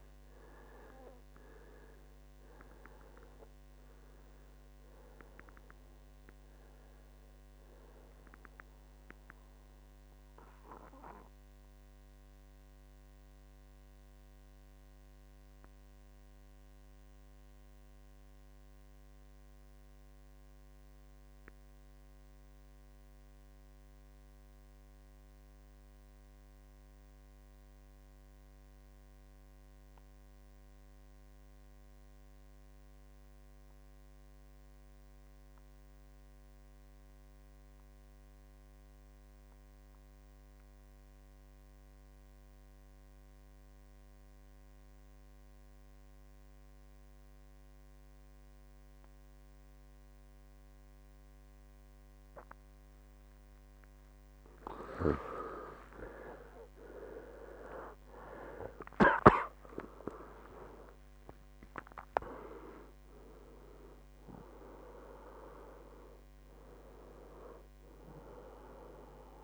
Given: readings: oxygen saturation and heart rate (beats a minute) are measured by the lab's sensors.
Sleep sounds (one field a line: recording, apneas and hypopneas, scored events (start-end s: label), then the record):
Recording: breathing in sleep by a microphone on the trachea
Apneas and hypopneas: 1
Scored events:
0.00-26.50 s: oxygen desaturation (device-marked, oxygen 91% lowest, heart rate 56 extreme)
10.50-51.00 s: mixed apnea (oxygen 98% before, 86% lowest, heart rate 71 before, 56 extreme, up 21 after)
45.50-69.44 s: oxygen desaturation (device-marked, oxygen 98% before, 86% lowest, heart rate 60 before, 56 extreme)
55.00-60.00 s: arousal
From the record:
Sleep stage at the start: N2 (light sleep)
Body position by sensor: on the right side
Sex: male